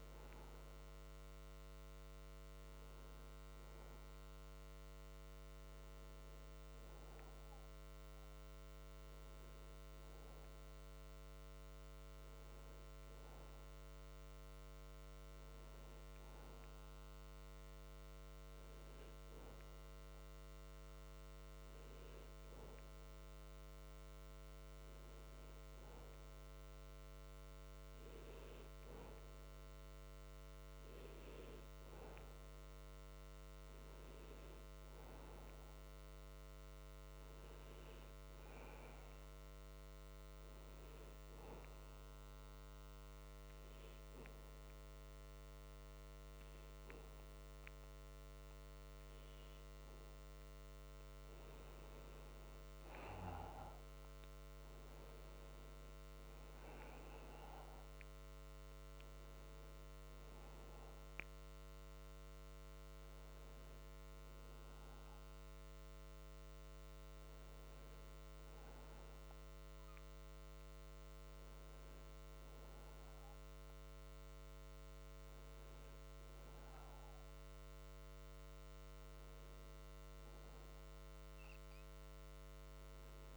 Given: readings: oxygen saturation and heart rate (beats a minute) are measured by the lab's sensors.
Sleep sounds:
breathing in sleep, hard to hear, by a microphone on the trachea; 1
32.50-36.50 s: arousal
41.50-51.50 s: obstructive apnea (oxygen 96% before, 91% lowest)
53.50-57.00 s: arousal
71.00-79.00 s: oxygen desaturation (device-marked, oxygen 95% before, 91% lowest)
From the record:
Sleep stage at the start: N2 (light sleep); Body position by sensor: on the back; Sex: male

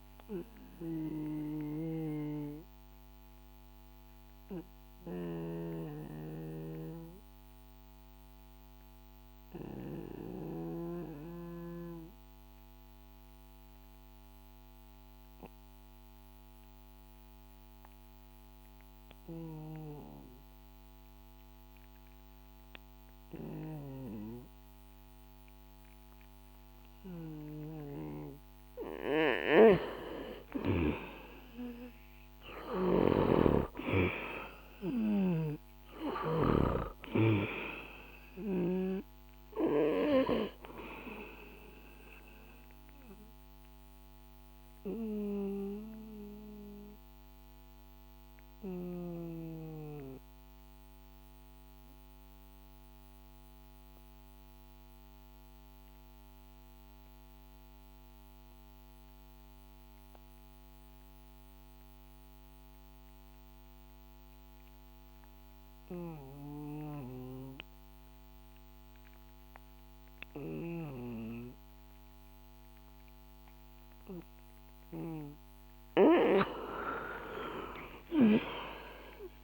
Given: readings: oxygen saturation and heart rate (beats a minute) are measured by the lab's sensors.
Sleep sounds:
breathing in sleep by a microphone on the trachea; 2
0.50-26.50 s: obstructive apnea (oxygen 98% before, 89% lowest, heart rate 65 before, 58 extreme, up 5 after)
5.00-17.00 s: oxygen desaturation (device-marked, oxygen 95% before, 91% lowest, heart rate 64 before, 58 extreme)
28.00-60.00 s: oxygen desaturation (device-marked, oxygen 97% before, 89% lowest, heart rate 60 before, 58 extreme)
30.00-34.50 s: arousal
43.50-75.00 s: mixed apnea (oxygen 97% before, 89% lowest, heart rate 65 before, 58 extreme, up 7 after)
70.00-79.44 s: oxygen desaturation (device-marked, oxygen 98% before, 89% lowest, heart rate 60 before, 58 extreme)
76.50-79.44 s: arousal
From the record:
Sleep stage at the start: N2 (light sleep); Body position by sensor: on the back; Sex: male

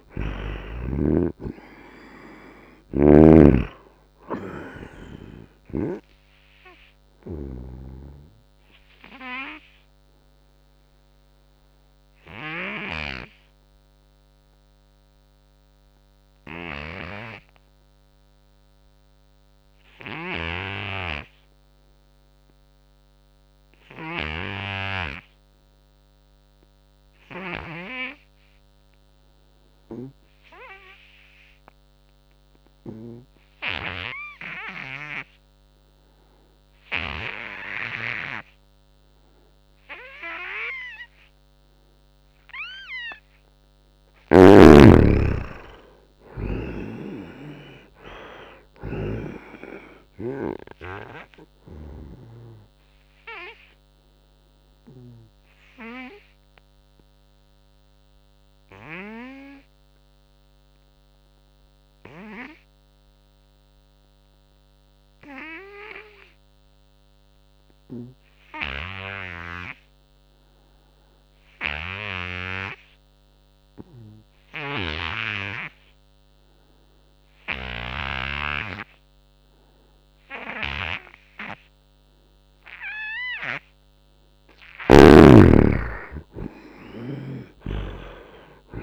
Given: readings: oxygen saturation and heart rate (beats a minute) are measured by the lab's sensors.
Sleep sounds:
breathing in sleep by a microphone on the trachea; 2
0.00-1.00 s: snoring (device-marked)
0.00-2.50 s: arousal
0.00-18.50 s: oxygen desaturation (device-marked, oxygen 73% lowest, heart rate 72 extreme)
8.00-43.50 s: obstructive apnea (oxygen 98% before, 72% lowest, heart rate 80 before, 72 extreme, up 15 after)
24.50-68.50 s: oxygen desaturation (device-marked, oxygen 98% before, 72% lowest, heart rate 85 before, 72 extreme)
44.00-49.00 s: snoring (device-marked)
45.00-48.50 s: arousal
52.50-83.00 s: obstructive apnea (oxygen 98% before, 71% lowest, heart rate 78 before, 74 extreme, up 13 after)
70.50-88.83 s: oxygen desaturation (device-marked, oxygen 98% before, 73% lowest, heart rate 87 before, 71 extreme)
84.50-88.00 s: arousal
From the record:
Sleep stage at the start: N2 (light sleep); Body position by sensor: on the right side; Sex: male

